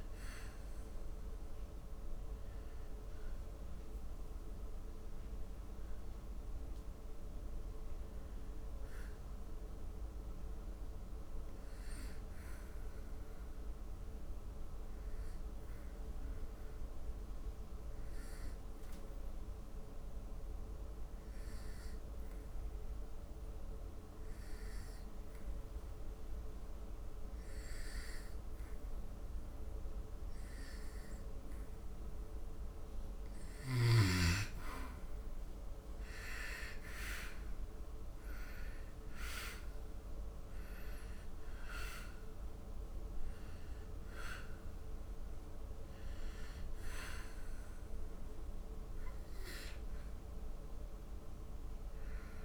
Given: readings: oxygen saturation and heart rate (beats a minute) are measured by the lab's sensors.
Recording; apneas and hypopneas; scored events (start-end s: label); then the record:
breathing in sleep by a room microphone; 1
0.00-9.00 s: oxygen desaturation (device-marked, oxygen 84% lowest, heart rate 67 extreme)
10.00-32.00 s: obstructive apnea (oxygen 97% before, 86% lowest, heart rate 82 before, 67 extreme, up 9 after)
30.00-52.45 s: oxygen desaturation (device-marked, oxygen 97% before, 88% lowest, heart rate 74 before, 69 extreme)
35.00-39.50 s: arousal
From the record:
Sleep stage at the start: N2 (light sleep); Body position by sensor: on the back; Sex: male